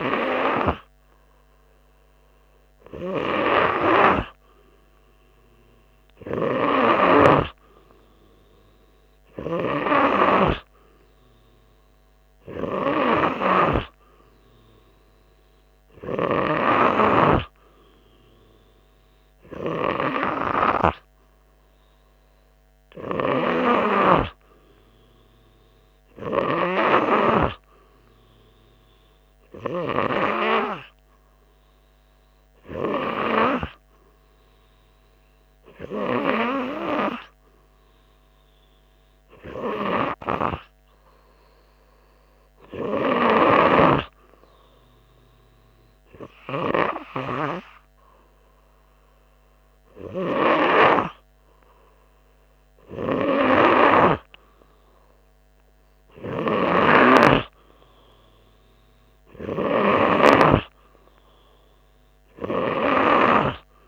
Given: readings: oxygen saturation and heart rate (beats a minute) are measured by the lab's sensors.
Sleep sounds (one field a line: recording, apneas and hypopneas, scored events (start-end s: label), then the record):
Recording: breathing in sleep by a microphone on the trachea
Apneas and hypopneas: none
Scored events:
none scored
From the record:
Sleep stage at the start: N3 (deep sleep)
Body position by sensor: on the front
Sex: male